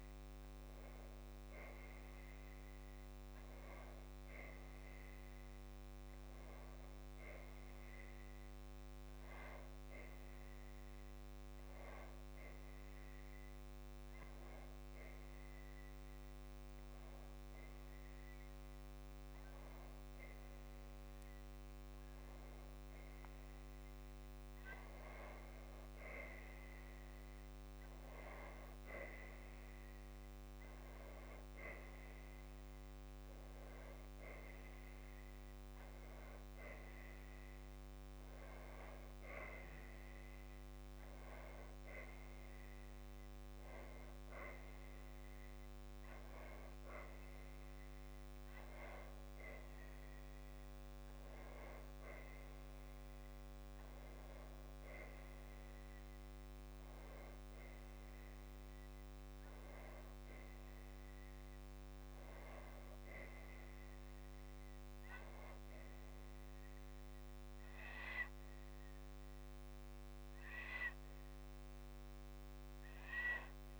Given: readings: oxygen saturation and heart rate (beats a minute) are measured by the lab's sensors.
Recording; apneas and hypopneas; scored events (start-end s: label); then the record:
a person awake in a sleep study, hard to hear, by a microphone on the trachea; none
none scored
From the record:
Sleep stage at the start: awake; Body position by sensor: on the back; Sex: female